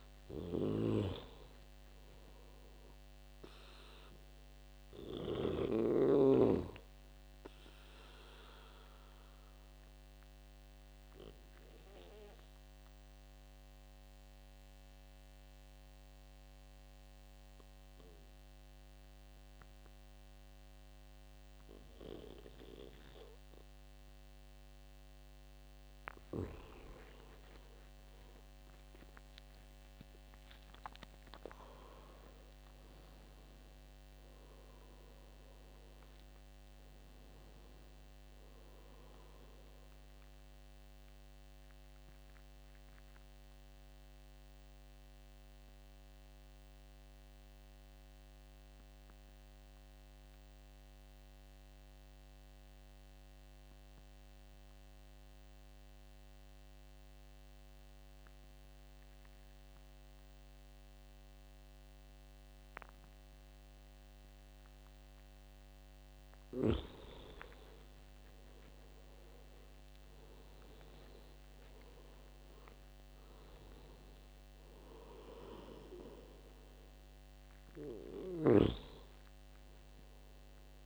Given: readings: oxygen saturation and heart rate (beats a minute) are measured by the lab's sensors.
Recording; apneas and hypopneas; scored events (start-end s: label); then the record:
breathing in sleep by a microphone on the trachea; 2
0.00-24.50 s: oxygen desaturation (device-marked, oxygen 85% lowest, heart rate 68 extreme)
7.50-25.50 s: obstructive apnea (oxygen 98% before, 85% lowest, heart rate 79 before, 68 extreme, up 13 after)
27.50-31.00 s: arousal
42.00-65.50 s: obstructive apnea (oxygen 98% before, 85% lowest, heart rate 79 before, 67 extreme, up 12 after)
68.00-72.00 s: arousal
68.50-80.86 s: oxygen desaturation (device-marked, oxygen 97% before, 85% lowest, heart rate 70 before, 65 extreme)
From the record:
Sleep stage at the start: N2 (light sleep); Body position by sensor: on the back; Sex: male